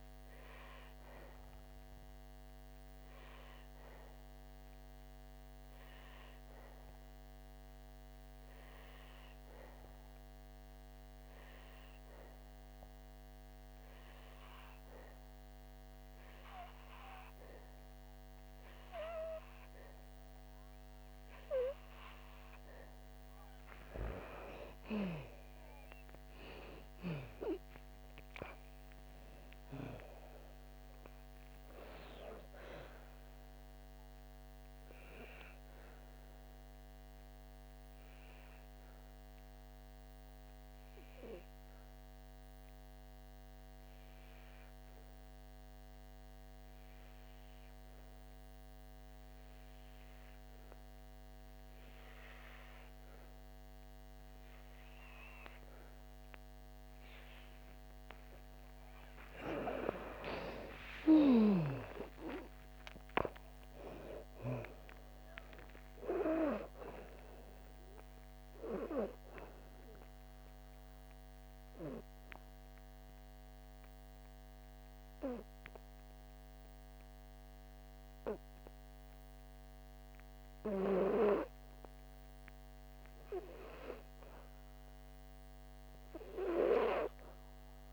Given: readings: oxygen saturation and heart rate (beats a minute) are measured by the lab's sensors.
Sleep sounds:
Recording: breathing in sleep by a microphone on the trachea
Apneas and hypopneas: 3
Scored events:
0.50-23.50 s: obstructive apnea (oxygen 98% before, 91% lowest, heart rate 67 before, 55 extreme, up 10 after)
3.50-22.50 s: oxygen desaturation (device-marked, oxygen 96% before, 91% lowest, heart rate 68 before, 55 extreme)
25.50-30.50 s: arousal
36.00-58.00 s: obstructive apnea (oxygen 97% before, 87% lowest, heart rate 66 before, 55 extreme, up 11 after)
59.50-63.00 s: arousal
66.50-87.93 s: oxygen desaturation (device-marked, oxygen 97% before, 87% lowest, heart rate 62 before, 54 extreme)
71.00-81.00 s: obstructive apnea (oxygen 97% before, 87% lowest, heart rate 65 before, 57 extreme, up 6 after)
84.50-87.50 s: arousal
From the record:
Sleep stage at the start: N2 (light sleep)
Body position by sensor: on the back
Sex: female

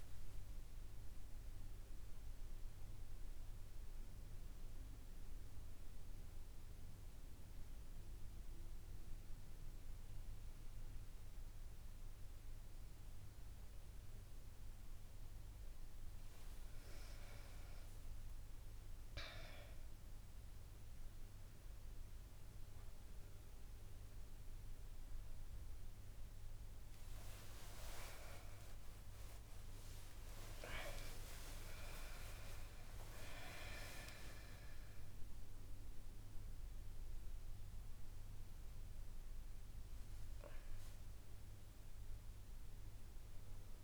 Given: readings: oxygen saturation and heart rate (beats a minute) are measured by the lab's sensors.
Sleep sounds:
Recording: breathing in sleep by a room microphone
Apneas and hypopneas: 1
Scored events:
4.50-16.00 s: hypopnea (oxygen 99% before, 95% lowest, heart rate 71 before, 72 extreme, up 8 after)
28.50-33.50 s: arousal
From the record:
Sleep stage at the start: N1 (lightest sleep)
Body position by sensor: on the back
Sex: female

